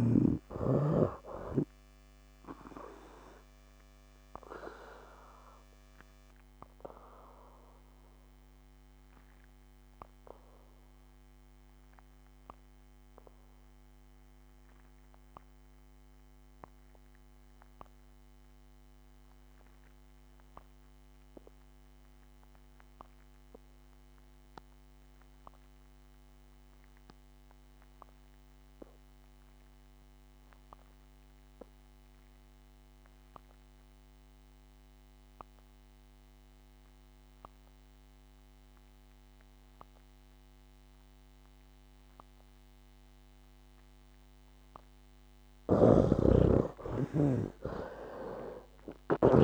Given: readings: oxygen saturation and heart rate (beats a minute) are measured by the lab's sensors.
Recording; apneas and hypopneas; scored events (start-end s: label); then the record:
breathing in sleep by a microphone on the trachea; 1
0.00-23.00 s: oxygen desaturation (device-marked, oxygen 68% lowest, heart rate 63 extreme)
3.00-44.50 s: obstructive apnea (oxygen 96% before, 62% lowest, heart rate 79 before, 64 extreme, up 19 after)
25.00-49.44 s: oxygen desaturation (device-marked, oxygen 98% before, 62% lowest, heart rate 72 before, 63 extreme)
45.50-49.44 s: snoring (device-marked)
48.00-49.44 s: arousal
From the record:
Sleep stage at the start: N2 (light sleep); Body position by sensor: on the right side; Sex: male